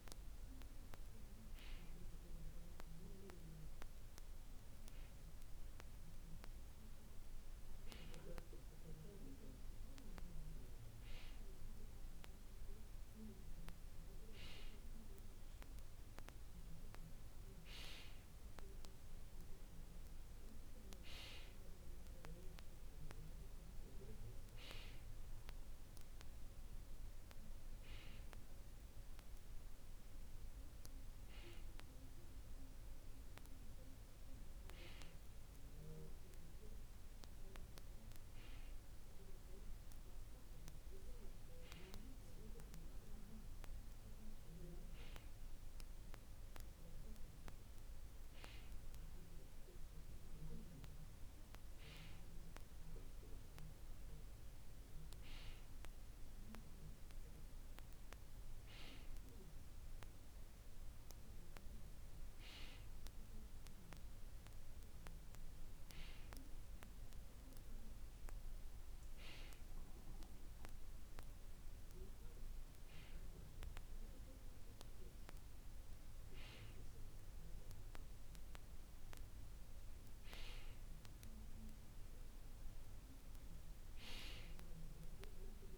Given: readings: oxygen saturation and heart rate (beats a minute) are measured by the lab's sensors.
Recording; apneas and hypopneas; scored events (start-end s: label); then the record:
breathing in sleep by a room microphone; none
none scored
From the record:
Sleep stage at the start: N2 (light sleep); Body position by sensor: on the back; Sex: male